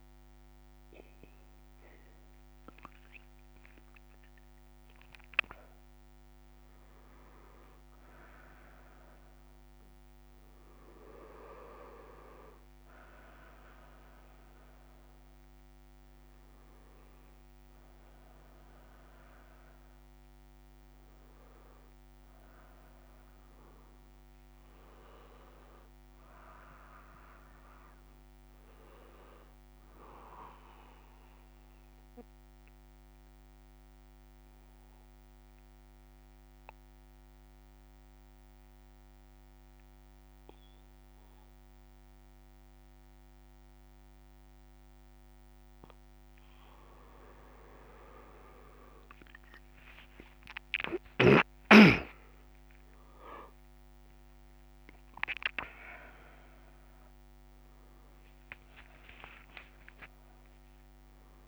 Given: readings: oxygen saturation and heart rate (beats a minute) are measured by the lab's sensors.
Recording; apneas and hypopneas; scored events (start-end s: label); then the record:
breathing in sleep by a microphone on the trachea; 1
14.50-32.50 s: oxygen desaturation (device-marked, oxygen 97% before, 94% lowest, heart rate 129 before, 91 extreme)
32.00-47.00 s: obstructive apnea (oxygen 98% before, 93% lowest, heart rate 101 before, 61 extreme, up 22 after)
53.50-61.48 s: oxygen desaturation (device-marked, oxygen 99% before, 93% lowest)
From the record:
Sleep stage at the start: N1 (lightest sleep); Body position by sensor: on the back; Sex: male